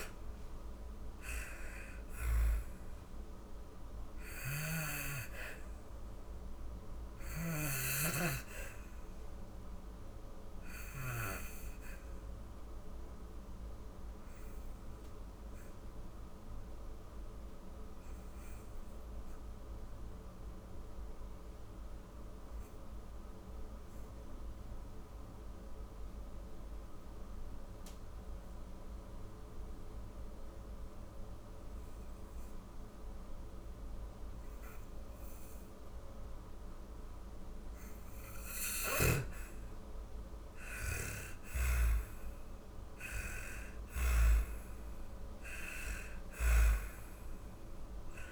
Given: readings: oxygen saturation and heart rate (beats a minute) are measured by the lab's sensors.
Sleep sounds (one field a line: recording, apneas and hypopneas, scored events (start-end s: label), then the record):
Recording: breathing in sleep by a room microphone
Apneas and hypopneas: 1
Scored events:
0.00-2.50 s: arousal
2.50-6.00 s: snoring (device-marked)
6.00-48.32 s: new sleep stage, N2 (light sleep)
12.00-18.00 s: oxygen desaturation (device-marked, oxygen 97% before, 94% lowest, heart rate 56 before, 43 extreme)
24.00-36.50 s: obstructive apnea (oxygen 98% before, 90% lowest, heart rate 54 before, 45 extreme, up 12 after)
36.00-48.32 s: oxygen desaturation (device-marked, oxygen 97% before, 90% lowest, heart rate 51 before, 43 extreme)
38.00-44.00 s: arousal
47.00-48.32 s: snoring (device-marked)
From the record:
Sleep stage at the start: N1 (lightest sleep)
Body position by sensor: on the back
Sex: female